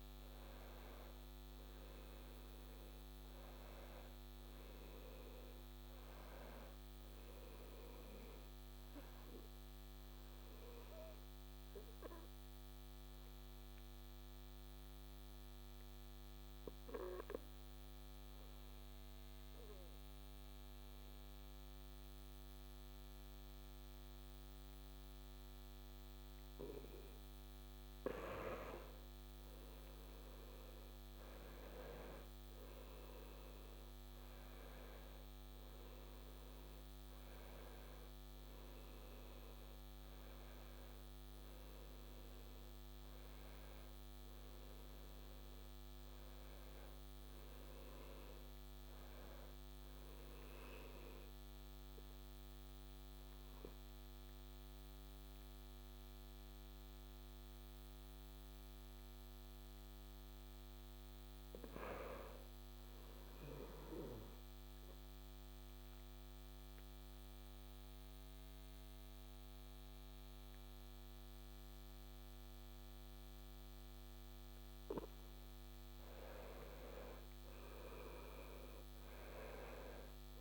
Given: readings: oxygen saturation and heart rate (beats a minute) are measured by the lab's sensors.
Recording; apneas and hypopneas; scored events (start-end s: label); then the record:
breathing in sleep by a microphone on the trachea; 2
0.00-8.50 s: oxygen desaturation (device-marked, oxygen 90% lowest, heart rate 65 extreme)
9.50-26.50 s: obstructive apnea (oxygen 95% before, 89% lowest, heart rate 73 before, 65 extreme, up 4 after)
26.50-51.50 s: oxygen desaturation (device-marked, oxygen 96% before, 89% lowest, heart rate 71 before, 67 extreme)
27.50-31.50 s: arousal
58.50-61.50 s: arousal
64.00-75.00 s: obstructive apnea (oxygen 97% before, 89% lowest, heart rate 72 before, 67 extreme, up 6 after)
68.50-80.41 s: oxygen desaturation (device-marked, oxygen 96% before, 89% lowest, heart rate 71 before, 65 extreme)
76.50-80.41 s: arousal
From the record:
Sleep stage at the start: N2 (light sleep); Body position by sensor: on the back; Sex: male